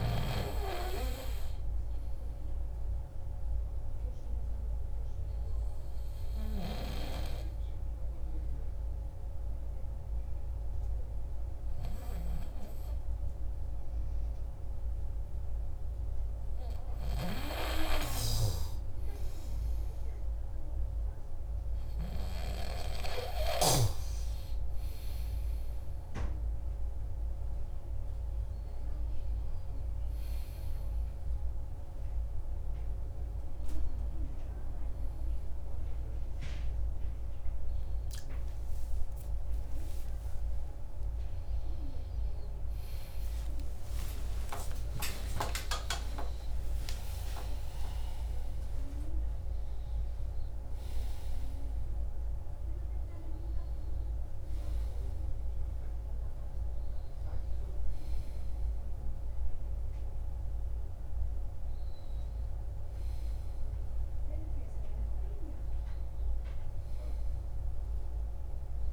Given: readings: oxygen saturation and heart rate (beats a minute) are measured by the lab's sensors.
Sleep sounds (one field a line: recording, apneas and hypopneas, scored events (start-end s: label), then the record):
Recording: a person partly awake in a sleep study, by a room microphone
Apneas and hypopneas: 1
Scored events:
3.00-18.50 s: obstructive apnea (oxygen 98% before, 94% lowest, heart rate 68 before, 64 extreme, up 18 after)
20.50-25.00 s: arousal
39.00-68.93 s: new sleep stage, awake
From the record:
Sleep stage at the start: N2 (light sleep)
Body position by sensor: on the right side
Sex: male